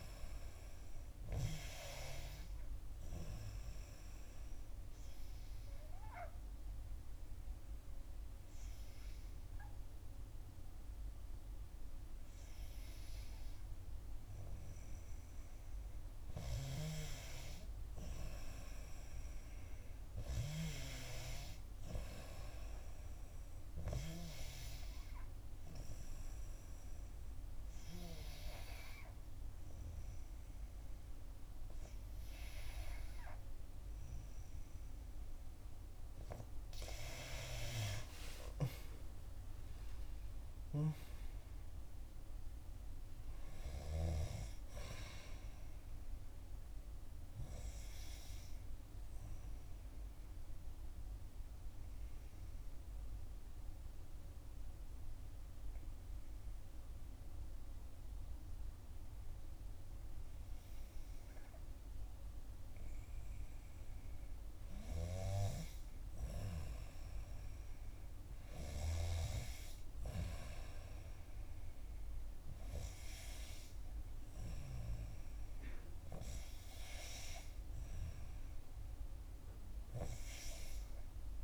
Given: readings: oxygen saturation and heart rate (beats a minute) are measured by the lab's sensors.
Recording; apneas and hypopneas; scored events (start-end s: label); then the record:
breathing in sleep by a room microphone; 3
0.00-16.50 s: oxygen desaturation (device-marked, oxygen 91% lowest, heart rate 62 extreme)
2.50-15.00 s: obstructive apnea (oxygen 94% before, 91% lowest, heart rate 62 before, 62 extreme, up 1 after)
17.50-21.00 s: arousal
24.50-35.50 s: obstructive apnea (oxygen 94% before, 91% lowest, heart rate 63 before, 60 extreme, up 5 after)
37.50-42.50 s: arousal
49.00-63.00 s: obstructive apnea (oxygen 94% before, 92% lowest, heart rate 65 before, 60 extreme, up 10 after)
65.50-69.50 s: arousal
70.50-72.50 s: long interval between heartbeats (device-marked, heart rate 62 before, 68 extreme)
From the record:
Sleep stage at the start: N2 (light sleep); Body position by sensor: on the back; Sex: female